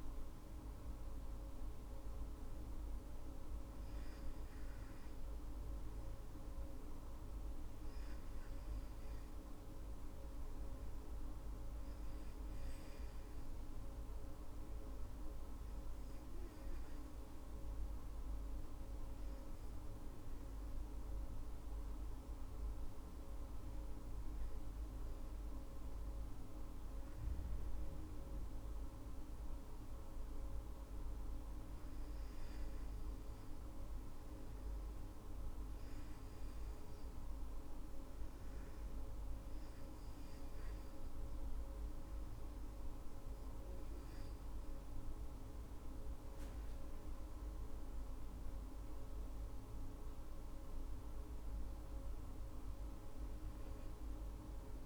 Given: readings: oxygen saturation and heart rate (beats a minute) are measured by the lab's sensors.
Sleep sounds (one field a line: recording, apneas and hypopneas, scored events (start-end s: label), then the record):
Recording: breathing in sleep, hard to hear, by a room microphone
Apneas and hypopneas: 1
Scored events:
14.50-26.00 s: obstructive apnea (oxygen 98% before, 96% lowest, heart rate 61 before, 53 extreme, up 11 after)
27.50-31.00 s: arousal
50.00-54.86 s: arousal
From the record:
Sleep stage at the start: N2 (light sleep)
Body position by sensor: on the back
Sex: female